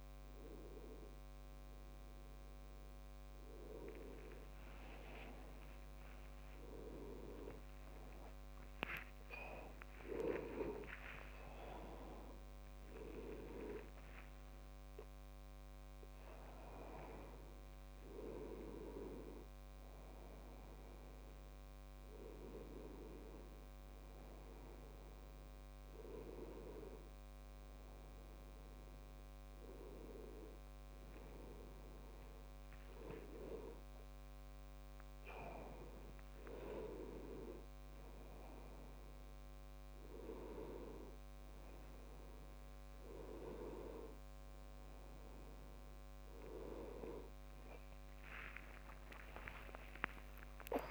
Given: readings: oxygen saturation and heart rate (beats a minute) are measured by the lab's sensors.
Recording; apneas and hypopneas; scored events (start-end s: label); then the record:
a person awake in a sleep study, by a microphone on the trachea; none
6.50-8.50 s: long interval between heartbeats (device-marked, heart rate 75 before, 83 extreme)
7.00-14.00 s: tachycardia (device-marked, heart rate 77 before, 123 extreme)
11.00-13.00 s: long interval between heartbeats (device-marked, heart rate 78 before, 115 extreme)
14.50-16.50 s: long interval between heartbeats (device-marked, heart rate 84 before, 126 extreme)
42.00-44.00 s: long interval between heartbeats (device-marked, heart rate 75 before, 93 extreme)
From the record:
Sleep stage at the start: awake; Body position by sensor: on the back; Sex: male